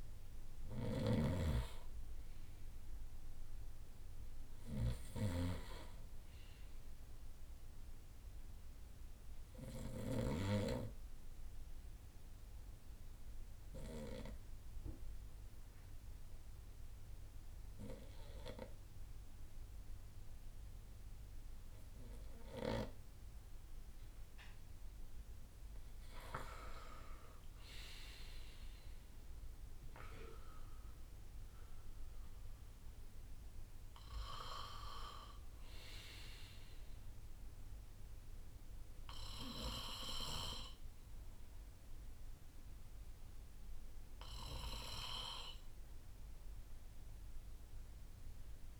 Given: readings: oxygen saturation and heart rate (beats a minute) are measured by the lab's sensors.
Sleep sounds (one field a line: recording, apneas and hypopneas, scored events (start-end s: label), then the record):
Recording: breathing in sleep by a room microphone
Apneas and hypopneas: 1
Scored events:
0.00-10.50 s: snoring (device-marked)
11.50-25.00 s: obstructive apnea (oxygen 97% before, 92% lowest, heart rate 64 before, 58 extreme, up 8 after)
28.50-33.00 s: arousal
30.00-48.00 s: oxygen desaturation (device-marked, oxygen 97% before, 92% lowest, heart rate 61 before, 58 extreme)
38.00-46.00 s: bradycardia (device-marked, heart rate 70 before, 58 extreme)
From the record:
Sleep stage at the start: N2 (light sleep)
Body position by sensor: on the right side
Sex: male